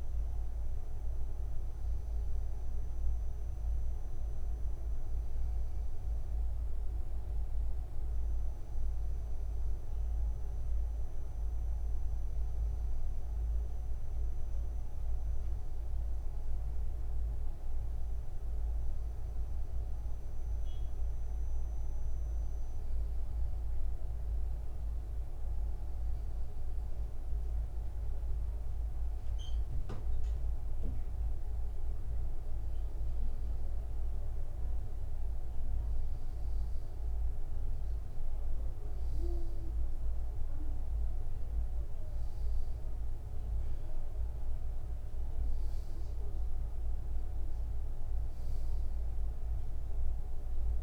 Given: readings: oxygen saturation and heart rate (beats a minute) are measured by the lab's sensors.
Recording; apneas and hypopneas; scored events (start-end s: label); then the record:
breathing in sleep, hard to hear, by a room microphone; none
23.00-50.83 s: new sleep stage, N2 (light sleep)
From the record:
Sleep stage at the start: N1 (lightest sleep); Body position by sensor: on the back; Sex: male